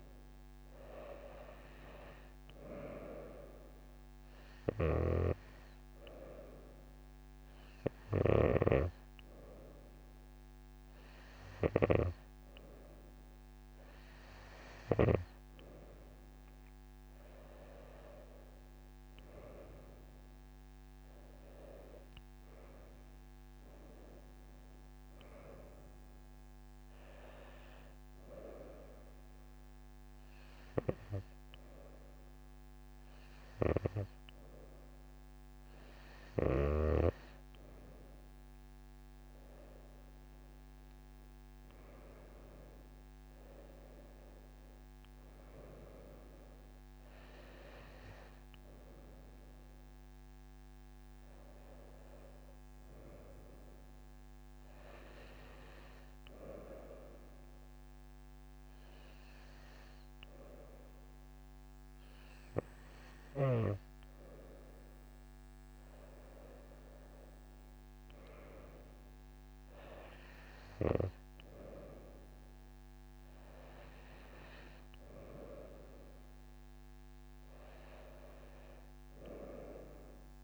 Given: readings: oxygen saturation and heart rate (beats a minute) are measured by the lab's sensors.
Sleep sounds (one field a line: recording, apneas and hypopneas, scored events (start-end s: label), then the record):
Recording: breathing in sleep by a microphone on the trachea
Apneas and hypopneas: 1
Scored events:
18.50-22.50 s: arousal
27.50-39.00 s: hypopnea (oxygen 95% before, 93% lowest)
41.50-56.50 s: oxygen desaturation (device-marked, oxygen 96% before, 93% lowest)
42.50-46.50 s: arousal
From the record:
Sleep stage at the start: N2 (light sleep)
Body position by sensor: on the right side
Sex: female